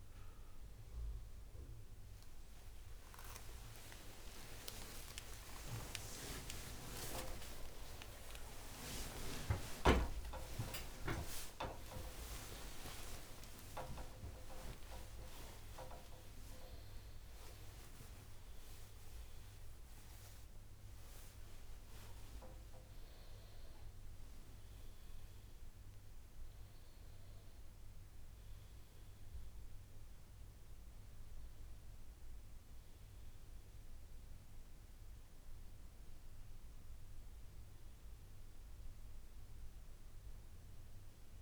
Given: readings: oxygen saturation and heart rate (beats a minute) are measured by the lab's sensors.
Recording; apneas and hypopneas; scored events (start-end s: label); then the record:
a person awake in a sleep study, by a room microphone; none
4.00-14.00 s: tachycardia (device-marked, heart rate 64 before, 132 extreme)
From the record:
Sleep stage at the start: awake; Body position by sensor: on the back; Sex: male